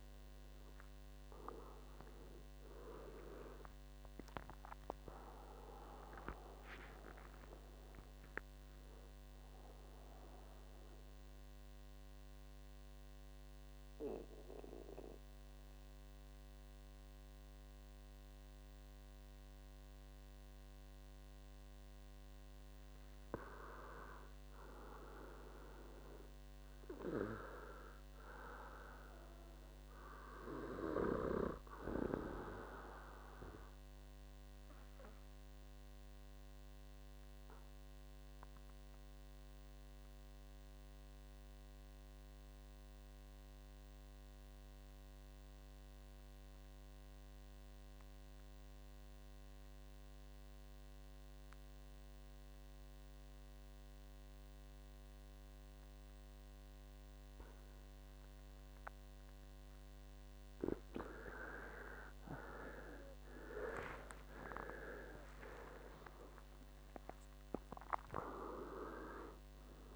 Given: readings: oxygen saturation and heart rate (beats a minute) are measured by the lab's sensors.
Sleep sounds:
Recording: breathing in sleep by a microphone on the trachea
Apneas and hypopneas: 2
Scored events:
0.00-16.50 s: oxygen desaturation (device-marked, oxygen 94% lowest, heart rate 63 extreme)
11.50-22.50 s: central apnea (oxygen 98% before, 90% lowest, heart rate 72 before, 62 extreme, up 4 after)
24.50-28.00 s: arousal
34.50-60.50 s: mixed apnea (oxygen 98% before, 90% lowest, heart rate 67 before, 61 extreme, up 18 after)
56.50-69.96 s: oxygen desaturation (device-marked, oxygen 97% before, 90% lowest, heart rate 65 before, 64 extreme)
63.00-66.00 s: arousal
From the record:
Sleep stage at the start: N2 (light sleep)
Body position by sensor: on the right side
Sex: male

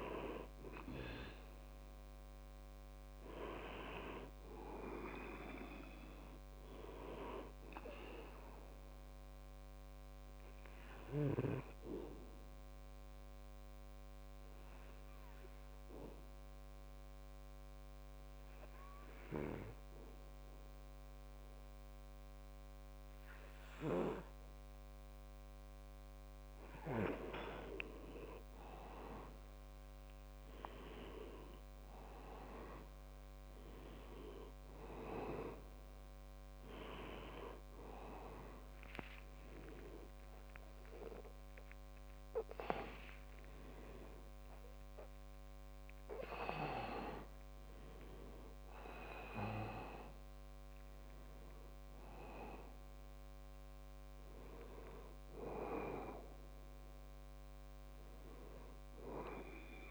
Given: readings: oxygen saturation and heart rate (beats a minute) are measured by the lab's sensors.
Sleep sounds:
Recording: a person partly awake in a sleep study, by a microphone on the trachea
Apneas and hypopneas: 1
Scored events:
0.00-12.50 s: oxygen desaturation (device-marked, oxygen 94% lowest, heart rate 64 extreme)
14.00-27.00 s: obstructive apnea (oxygen 98% before, 92% lowest, heart rate 72 before, 65 extreme, up 7 after)
32.50-59.91 s: oxygen desaturation (device-marked, oxygen 98% before, 92% lowest, heart rate 67 before, 70 extreme)
35.50-59.91 s: new sleep stage, awake
From the record:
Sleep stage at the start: N2 (light sleep)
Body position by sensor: on the back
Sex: male

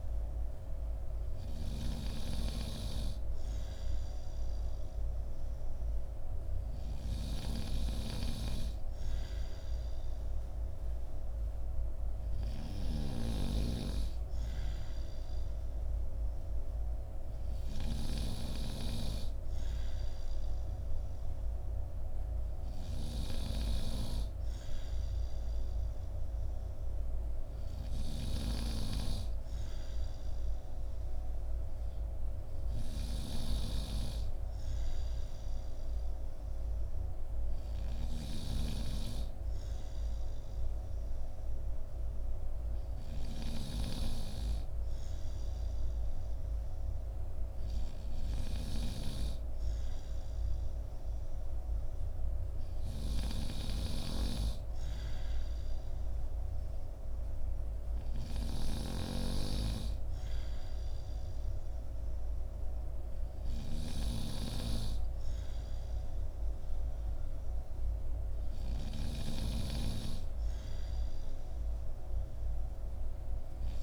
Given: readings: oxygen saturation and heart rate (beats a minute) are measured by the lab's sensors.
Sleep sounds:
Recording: breathing in sleep by a room microphone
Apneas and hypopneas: none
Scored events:
7.50-12.50 s: snoring (device-marked)
52.50-69.00 s: snoring (device-marked)
From the record:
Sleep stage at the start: N2 (light sleep)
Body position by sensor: on the back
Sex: male

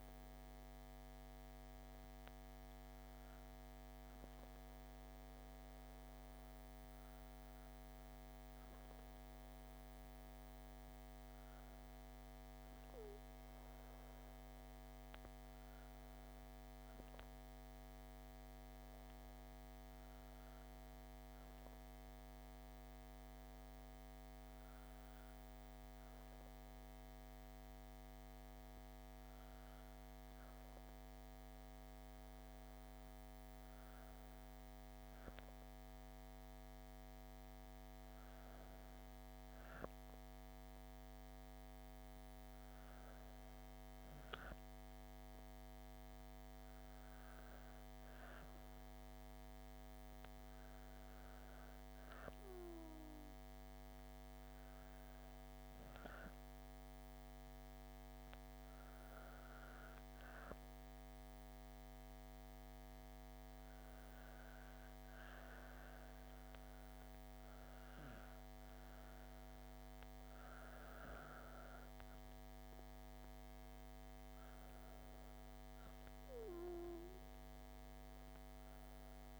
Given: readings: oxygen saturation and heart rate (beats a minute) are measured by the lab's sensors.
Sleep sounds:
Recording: breathing in sleep, hard to hear, by a microphone on the trachea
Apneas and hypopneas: none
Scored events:
none scored
From the record:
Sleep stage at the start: N2 (light sleep)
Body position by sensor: on the back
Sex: female

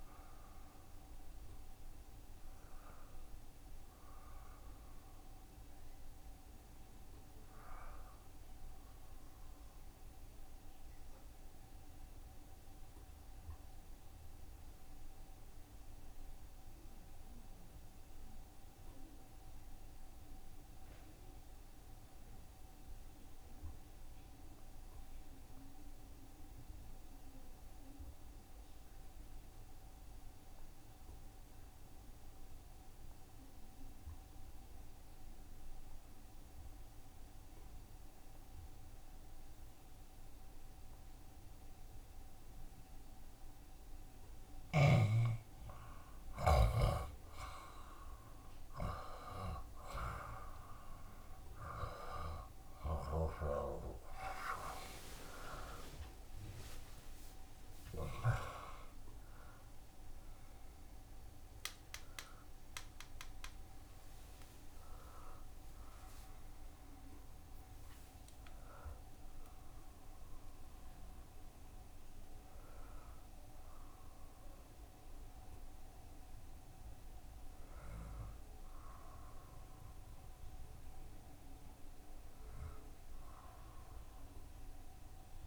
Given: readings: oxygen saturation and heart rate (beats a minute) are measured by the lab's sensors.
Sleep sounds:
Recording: breathing in sleep by a room microphone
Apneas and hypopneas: 1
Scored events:
0.00-14.50 s: oxygen desaturation (device-marked, oxygen 79% lowest, heart rate 62 extreme)
2.00-44.00 s: obstructive apnea (oxygen 89% before, 77% lowest, heart rate 76 before, 62 extreme, up 7 after)
18.00-20.00 s: long interval between heartbeats (device-marked, heart rate 70 before, 71 extreme)
31.50-85.47 s: oxygen desaturation (device-marked, oxygen 94% before, 77% lowest, heart rate 68 before, 68 extreme)
32.50-42.50 s: tachycardia (device-marked, heart rate 73 before, 114 extreme)
33.50-35.50 s: long interval between heartbeats (device-marked, heart rate 70 before, 96 extreme)
36.00-38.00 s: long interval between heartbeats (device-marked, heart rate 73 before, 101 extreme)
41.00-43.00 s: long interval between heartbeats (device-marked, heart rate 82 before, 104 extreme)
44.50-46.50 s: long interval between heartbeats (device-marked, heart rate 90 before, 98 extreme)
46.50-48.50 s: long interval between heartbeats (device-marked, heart rate 94 before, 100 extreme)
49.50-56.00 s: arousal
53.50-55.50 s: long interval between heartbeats (device-marked, heart rate 100 before, 83 extreme)
53.50-55.50 s: tachycardia (device-marked, heart rate 75 before, 93 extreme)
56.50-58.50 s: long interval between heartbeats (device-marked, heart rate 98 before, 103 extreme)
65.00-67.00 s: long interval between heartbeats (device-marked, heart rate 92 before, 79 extreme)
From the record:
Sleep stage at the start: N1 (lightest sleep)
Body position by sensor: on the back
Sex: male

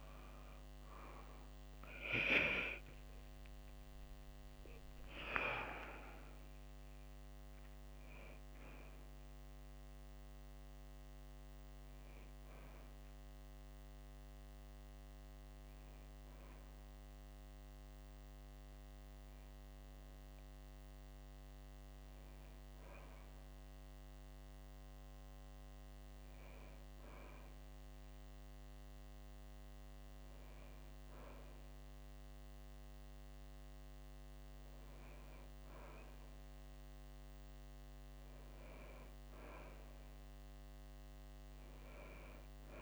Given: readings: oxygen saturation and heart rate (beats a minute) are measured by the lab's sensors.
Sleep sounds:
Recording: a person partly awake in a sleep study, by a microphone on the trachea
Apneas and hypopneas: none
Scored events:
14.50-42.82 s: new sleep stage, N1 (lightest sleep)
From the record:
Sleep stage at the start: awake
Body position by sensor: on the back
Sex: female

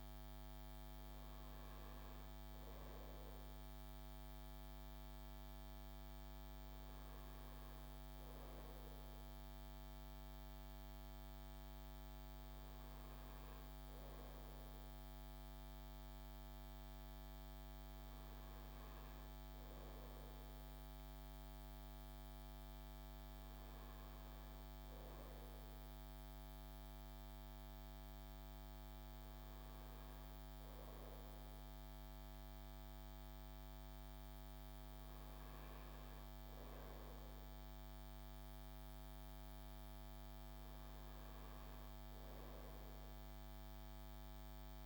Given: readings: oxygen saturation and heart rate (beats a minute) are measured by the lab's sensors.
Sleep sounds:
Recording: breathing in sleep, hard to hear, by a microphone on the trachea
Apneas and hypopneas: none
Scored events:
none scored
From the record:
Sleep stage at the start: N2 (light sleep)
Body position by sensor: on the front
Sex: male

